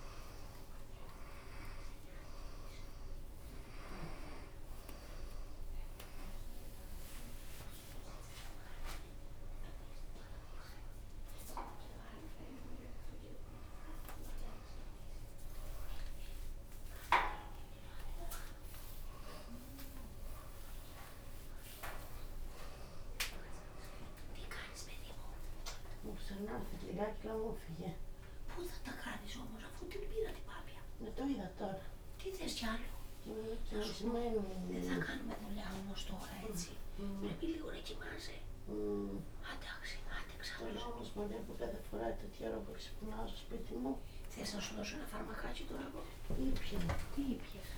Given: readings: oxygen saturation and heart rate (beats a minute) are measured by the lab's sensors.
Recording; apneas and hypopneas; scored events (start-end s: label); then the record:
a person awake in a sleep study, by a room microphone; none
0.00-5.00 s: oxygen desaturation (device-marked, oxygen 89% lowest, heart rate 68 extreme)
12.00-14.00 s: long interval between heartbeats (device-marked, heart rate 104 before, 107 extreme)
14.50-16.50 s: long interval between heartbeats (device-marked, heart rate 104 before, 138 extreme)
16.00-19.00 s: drop in pulse transit time (device-marked, heart rate 108 before, 136 extreme)
16.50-18.50 s: long interval between heartbeats (device-marked, heart rate 108 before, 149 extreme)
18.50-20.50 s: long interval between heartbeats (device-marked, heart rate 113 before, 125 extreme)
20.50-22.50 s: long interval between heartbeats (device-marked, heart rate 115 before, 110 extreme)
22.00-35.00 s: drop in pulse transit time (device-marked, heart rate 116 before, 28 extreme)
23.50-25.50 s: long interval between heartbeats (device-marked, heart rate 115 before, 98 extreme)
27.50-29.50 s: long interval between heartbeats (device-marked, heart rate 114 before, 68 extreme)
29.00-32.00 s: bradycardia (device-marked, heart rate 95 before, 68 extreme)
35.00-37.00 s: long interval between heartbeats (device-marked, heart rate 93 before, 62 extreme)
38.00-40.00 s: long interval between heartbeats (device-marked, heart rate 81 before, 69 extreme)
41.00-43.00 s: long interval between heartbeats (device-marked, heart rate 76 before, 96 extreme)
44.00-46.00 s: bradycardia (device-marked, heart rate 94 before, 63 extreme)
45.00-47.00 s: long interval between heartbeats (device-marked, heart rate 72 before, 69 extreme)
From the record:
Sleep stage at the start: awake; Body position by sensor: upright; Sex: female